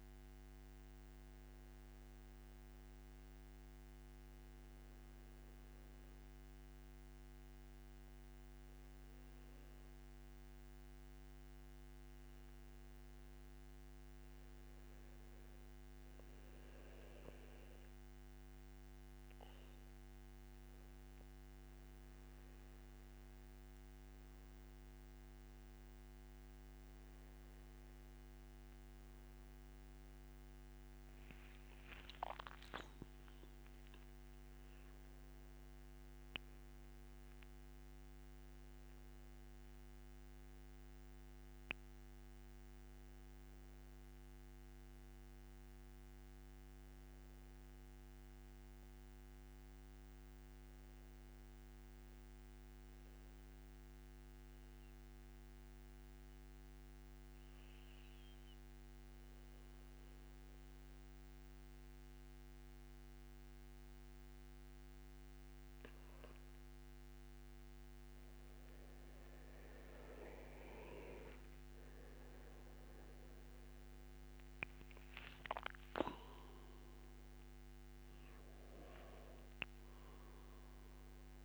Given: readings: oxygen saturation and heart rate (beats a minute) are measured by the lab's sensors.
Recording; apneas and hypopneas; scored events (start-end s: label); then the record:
breathing in sleep, hard to hear, by a microphone on the trachea; 2
0.00-7.50 s: oxygen desaturation (device-marked, oxygen 91% lowest, heart rate 56 extreme)
3.50-16.00 s: obstructive apnea (oxygen 95% before, 91% lowest, heart rate 66 before, 56 extreme, up 11 after)
20.00-24.00 s: arousal
31.50-35.00 s: arousal
55.00-67.00 s: obstructive apnea (oxygen 94% before, 89% lowest, heart rate 72 before, 61 extreme, up 5 after)
61.50-81.45 s: new sleep stage, N1 (lightest sleep)
69.50-81.45 s: oxygen desaturation (device-marked, oxygen 94% before, 89% lowest, heart rate 64 before, 62 extreme)
74.00-79.00 s: arousal
From the record:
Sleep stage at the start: N2 (light sleep); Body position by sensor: on the back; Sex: male